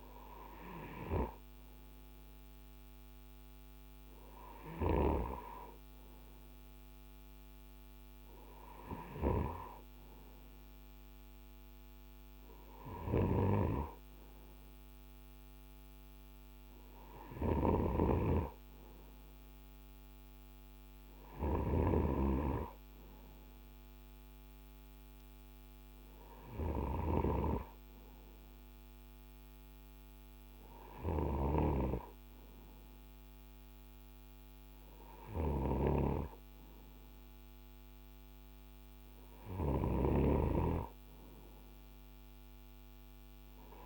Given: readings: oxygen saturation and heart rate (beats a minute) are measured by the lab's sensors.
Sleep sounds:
breathing in sleep by a microphone on the trachea; none
12.50-43.86 s: snoring (device-marked)
From the record:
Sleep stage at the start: N2 (light sleep); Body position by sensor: on the right side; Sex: male

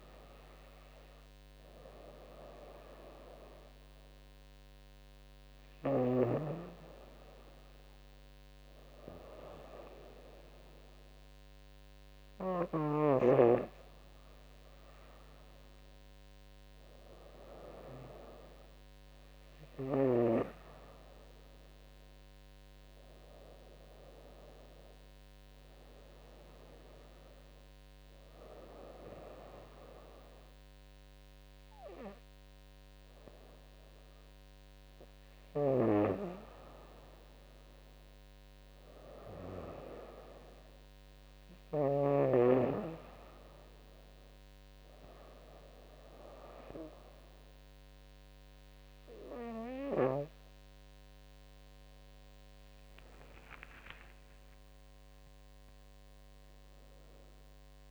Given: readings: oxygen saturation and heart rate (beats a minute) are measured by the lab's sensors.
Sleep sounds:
breathing in sleep by a microphone on the trachea; none
53.50-55.50 s: long interval between heartbeats (device-marked, heart rate 80 before, 89 extreme)
53.50-57.50 s: arousal
54.50-57.91 s: tachycardia (device-marked, heart rate 81 before, 119 extreme)
From the record:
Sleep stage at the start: N2 (light sleep); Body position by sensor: on the right side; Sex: female

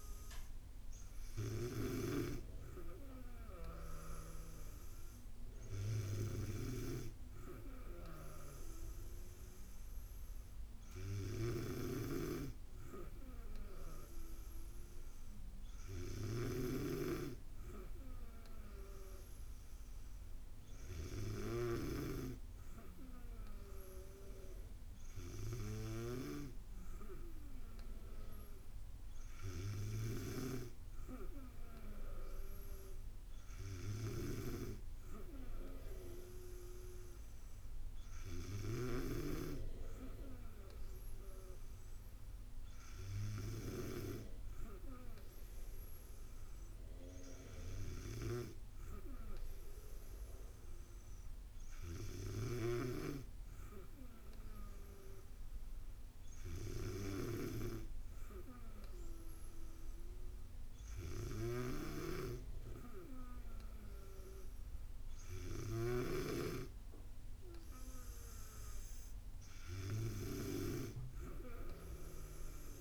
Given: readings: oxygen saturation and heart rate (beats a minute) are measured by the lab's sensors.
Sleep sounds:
breathing in sleep by a room microphone; none
none scored
From the record:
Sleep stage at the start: N2 (light sleep); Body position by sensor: on the back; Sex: female

